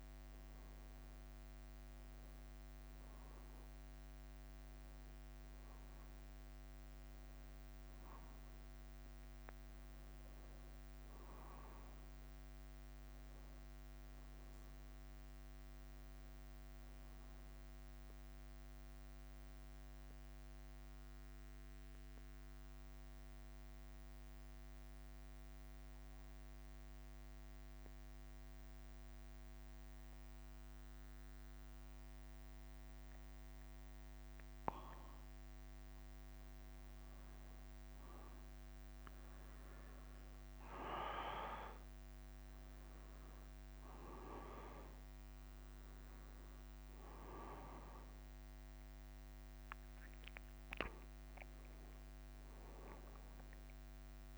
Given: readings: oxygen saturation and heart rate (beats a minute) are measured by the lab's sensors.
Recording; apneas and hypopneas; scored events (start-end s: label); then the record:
breathing in sleep by a microphone on the trachea; 1
0.00-12.00 s: bradycardia (device-marked, heart rate 55 extreme)
0.00-15.00 s: oxygen desaturation (device-marked, oxygen 89% lowest, heart rate 51 extreme)
16.00-19.00 s: arousal
20.00-39.00 s: bradycardia (device-marked, heart rate 60 before, 51 extreme)
20.50-22.50 s: long interval between heartbeats (device-marked, heart rate 58 before, 65 extreme)
20.50-35.50 s: central apnea (oxygen 99% before, 91% lowest, heart rate 58 before, 51 extreme, up 10 after)
37.00-41.00 s: arousal
43.00-54.38 s: oxygen desaturation (device-marked, oxygen 99% before, 91% lowest, heart rate 55 before, 52 extreme)
47.00-49.00 s: long interval between heartbeats (device-marked, heart rate 57 before, 65 extreme)
From the record:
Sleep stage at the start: N2 (light sleep); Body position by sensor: on the back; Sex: male